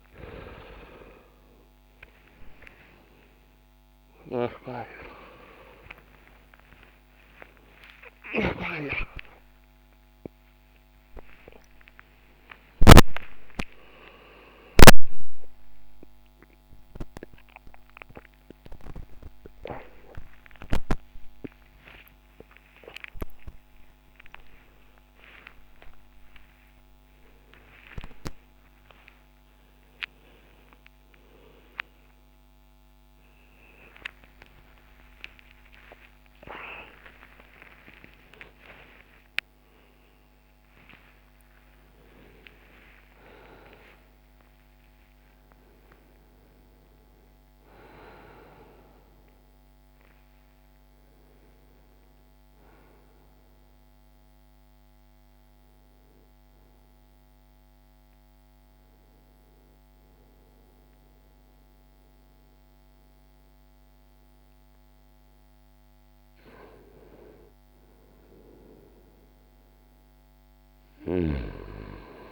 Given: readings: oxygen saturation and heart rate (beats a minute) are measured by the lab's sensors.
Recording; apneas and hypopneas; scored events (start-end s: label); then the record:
a person awake in a sleep study, by a microphone on the trachea; 1
0.00-21.50 s: oxygen desaturation (device-marked, oxygen 90% lowest, heart rate 30 extreme)
54.50-67.00 s: hypopnea (oxygen 99% before, 81% lowest, heart rate 96 before, 63 extreme, up 2 after)
54.50-72.32 s: new sleep stage, N1 (lightest sleep)
70.00-72.32 s: arousal
From the record:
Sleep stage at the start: awake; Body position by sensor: on the right side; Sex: male